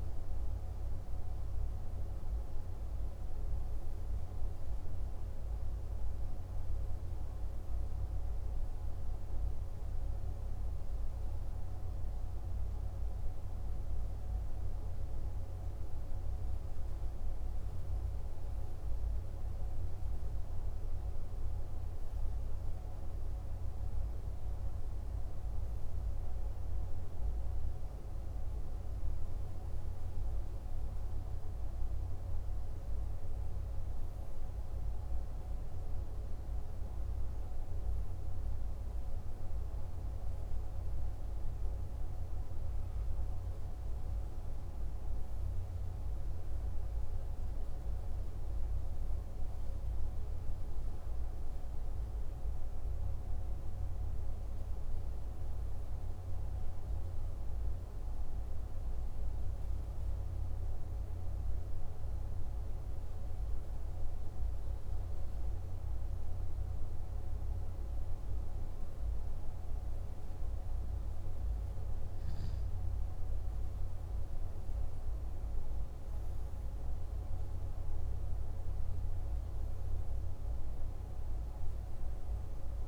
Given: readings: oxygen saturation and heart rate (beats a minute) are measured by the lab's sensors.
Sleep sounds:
breathing in sleep, hard to hear, by a room microphone; none
none scored
From the record:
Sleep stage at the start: N2 (light sleep); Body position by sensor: on the left side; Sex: male

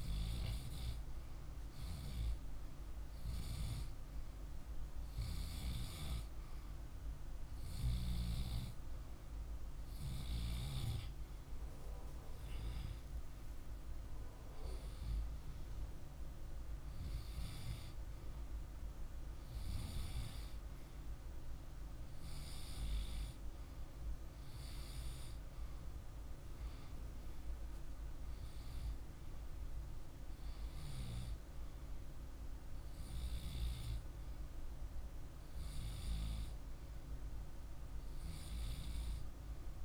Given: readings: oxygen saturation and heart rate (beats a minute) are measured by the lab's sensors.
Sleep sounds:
breathing in sleep, hard to hear, by a room microphone; none
24.50-28.50 s: arousal
From the record:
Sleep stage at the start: REM sleep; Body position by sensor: on the left side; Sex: male

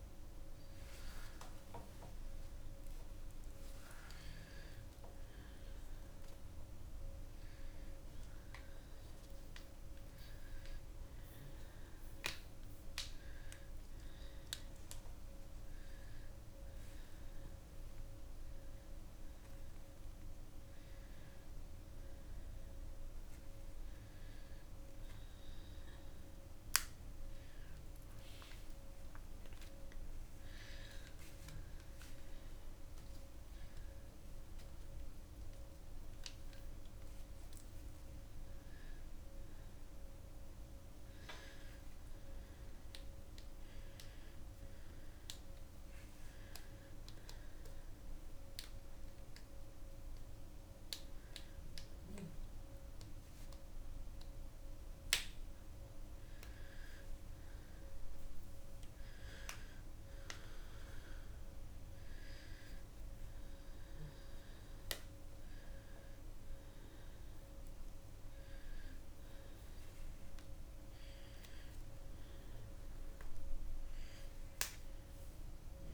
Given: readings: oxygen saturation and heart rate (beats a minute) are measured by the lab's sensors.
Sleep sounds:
a person awake in a sleep study, hard to hear, by a room microphone; none
none scored
From the record:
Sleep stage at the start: awake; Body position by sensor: on the back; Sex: female

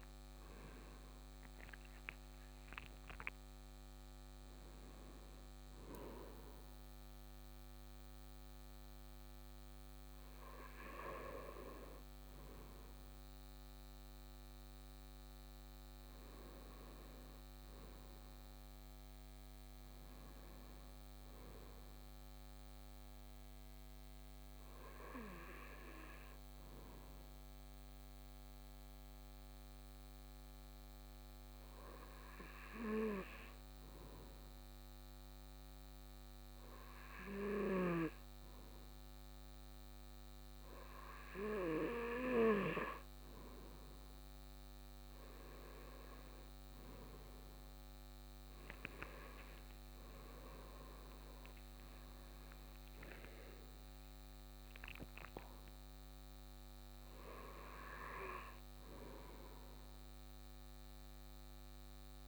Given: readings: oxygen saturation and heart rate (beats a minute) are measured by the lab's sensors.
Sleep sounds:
breathing in sleep by a microphone on the trachea; 1
23.00-35.00 s: hypopnea (oxygen 98% before, 95% lowest, heart rate 60 before, 56 extreme, up 4 after)
36.50-40.00 s: arousal
From the record:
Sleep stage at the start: N2 (light sleep); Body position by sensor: on the right side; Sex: male

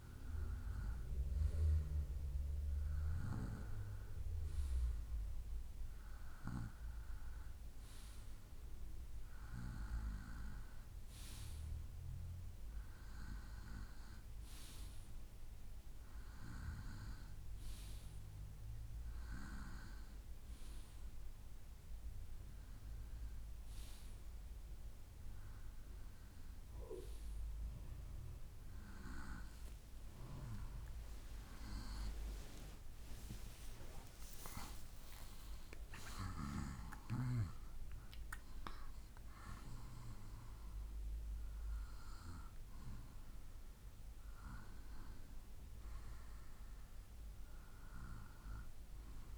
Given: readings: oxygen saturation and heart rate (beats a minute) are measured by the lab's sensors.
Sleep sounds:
breathing in sleep by a room microphone; none
28.50-33.00 s: arousal
From the record:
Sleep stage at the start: N2 (light sleep); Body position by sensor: on the right side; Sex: male

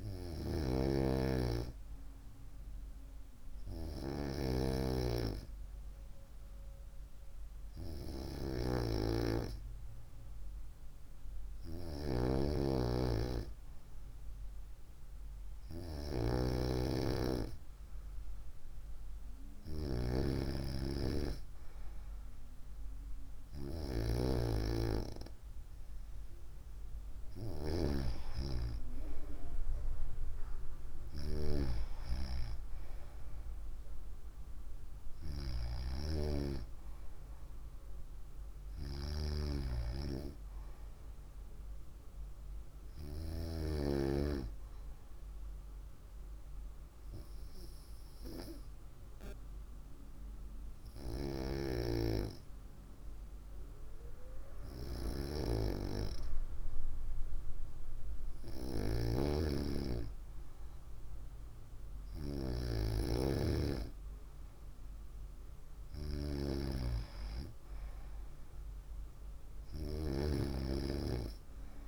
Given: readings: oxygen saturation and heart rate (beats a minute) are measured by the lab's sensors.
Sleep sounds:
breathing in sleep by a room microphone; 1
45.00-56.00 s: hypopnea (oxygen 94% before, 93% lowest, heart rate 62 before, 59 extreme, up 2 after)
58.50-61.50 s: arousal
From the record:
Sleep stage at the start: N2 (light sleep); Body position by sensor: on the right side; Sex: female

